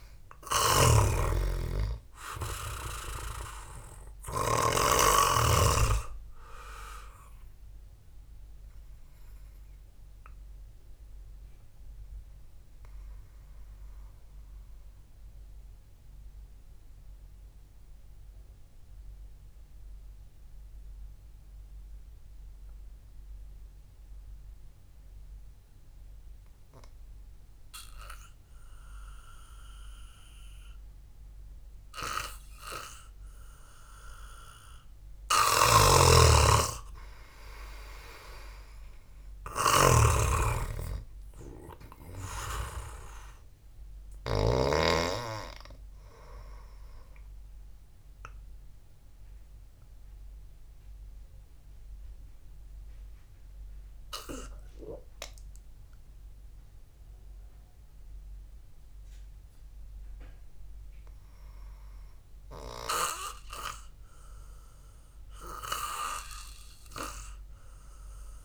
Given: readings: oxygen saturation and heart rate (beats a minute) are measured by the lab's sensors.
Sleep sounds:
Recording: breathing in sleep by a room microphone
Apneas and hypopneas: 2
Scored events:
0.00-2.00 s: arousal
0.00-5.50 s: snoring (device-marked)
11.00-33.50 s: obstructive apnea (oxygen 98% before, 92% lowest, heart rate 59 before, 53 extreme, up 0 after)
22.50-31.50 s: oxygen desaturation (device-marked, oxygen 95% before, 92% lowest, heart rate 62 before, 53 extreme)
36.00-45.50 s: snoring (device-marked)
37.50-41.50 s: arousal
48.50-62.00 s: obstructive apnea (oxygen 98% before, 91% lowest, heart rate 60 before, 53 extreme, up 4 after)
65.00-68.45 s: arousal
From the record:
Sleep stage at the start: N2 (light sleep)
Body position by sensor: on the back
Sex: male

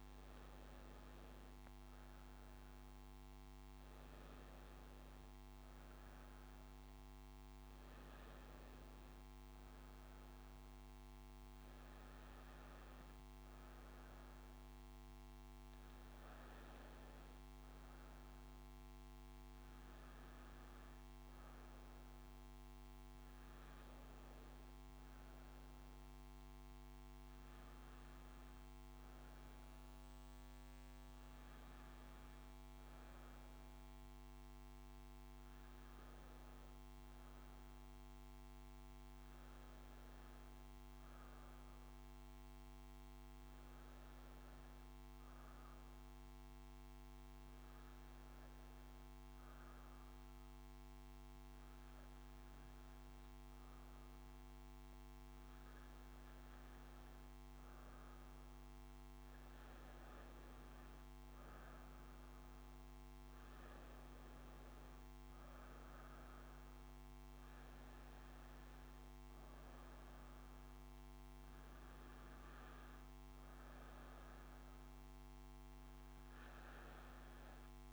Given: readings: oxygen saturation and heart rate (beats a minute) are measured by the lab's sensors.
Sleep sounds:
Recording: a person partly awake in a sleep study, hard to hear, by a microphone on the trachea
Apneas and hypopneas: 1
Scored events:
1.00-31.00 s: new sleep stage, N1 (lightest sleep)
31.00-77.92 s: new sleep stage, N2 (light sleep)
42.00-56.50 s: hypopnea (oxygen 97% before, 93% lowest, heart rate 66 before, 61 extreme, up 6 after)
58.00-77.92 s: oxygen desaturation (device-marked, oxygen 96% before, 93% lowest, heart rate 63 before, 63 extreme)
58.50-62.50 s: arousal
From the record:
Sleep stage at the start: awake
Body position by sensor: on the back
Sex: female

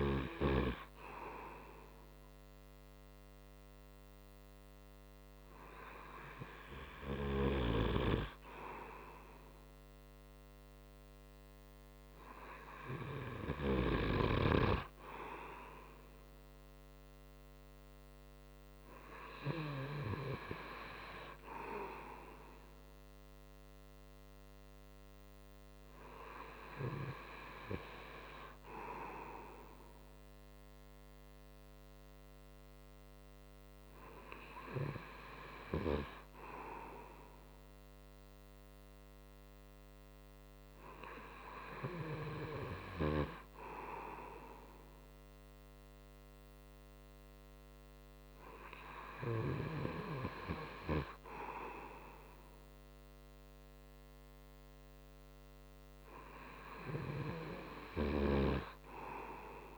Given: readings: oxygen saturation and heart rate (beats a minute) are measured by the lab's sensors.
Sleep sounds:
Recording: breathing in sleep by a microphone on the trachea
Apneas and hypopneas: none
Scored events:
none scored
From the record:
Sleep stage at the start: N2 (light sleep)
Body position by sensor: on the front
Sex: male

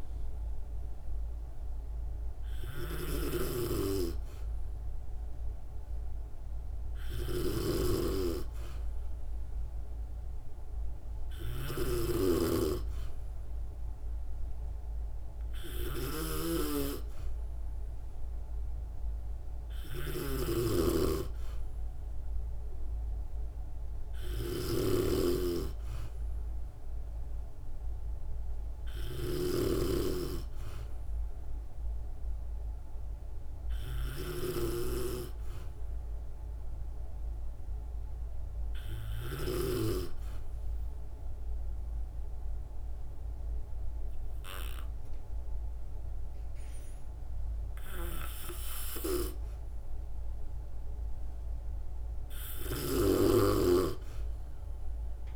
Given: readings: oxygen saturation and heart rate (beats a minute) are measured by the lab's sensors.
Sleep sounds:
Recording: breathing in sleep by a room microphone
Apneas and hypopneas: 1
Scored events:
0.00-39.50 s: snoring (device-marked)
25.00-28.50 s: arousal
32.00-49.00 s: hypopnea (oxygen 95% before, 93% lowest, heart rate 64 before, 59 extreme, up 0 after)
50.50-53.00 s: arousal
52.50-55.36 s: snoring (device-marked)
From the record:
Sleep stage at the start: N2 (light sleep)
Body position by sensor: on the back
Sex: female

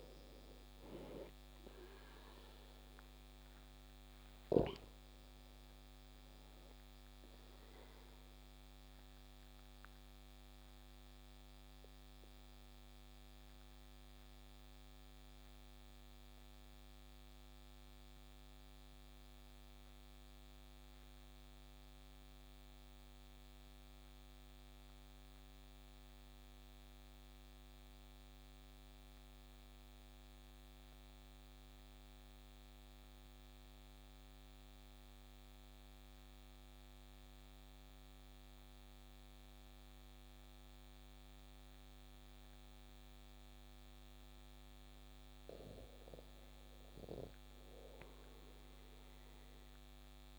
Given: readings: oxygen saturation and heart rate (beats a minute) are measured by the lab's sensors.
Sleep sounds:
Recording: breathing in sleep, hard to hear, by a microphone on the trachea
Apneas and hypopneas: 1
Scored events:
0.00-24.50 s: oxygen desaturation (device-marked, oxygen 88% lowest, heart rate 29 extreme)
8.00-43.00 s: obstructive apnea (oxygen 97% before, 88% lowest, heart rate 39 before, 33 extreme, up 0 after)
42.50-50.39 s: oxygen desaturation (device-marked, oxygen 97% before, 91% lowest, heart rate 41 before, 29 extreme)
45.50-49.50 s: arousal
From the record:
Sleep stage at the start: N2 (light sleep)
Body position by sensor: on the back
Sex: male

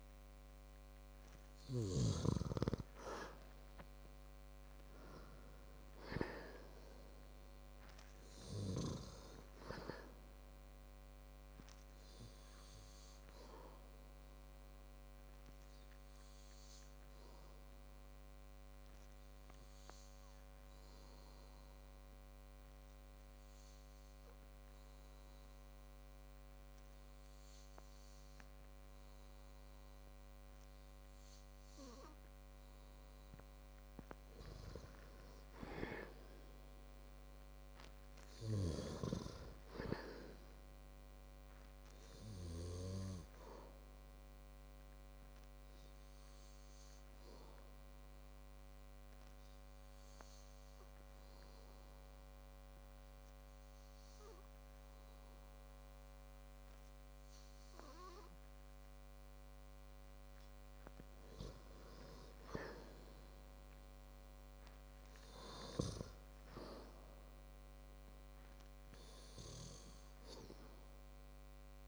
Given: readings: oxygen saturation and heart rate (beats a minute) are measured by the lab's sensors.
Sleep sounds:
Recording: breathing in sleep by a microphone on the trachea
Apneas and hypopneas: 2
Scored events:
7.00-10.00 s: arousal
13.50-31.00 s: hypopnea (oxygen 96% before, 93% lowest, heart rate 61 before, 52 extreme, up 8 after)
36.00-39.00 s: arousal
44.50-60.00 s: hypopnea (oxygen 96% before, 95% lowest, heart rate 57 before, 54 extreme, up 7 after)
63.50-66.50 s: arousal
From the record:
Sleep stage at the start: N2 (light sleep)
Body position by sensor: on the back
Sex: male

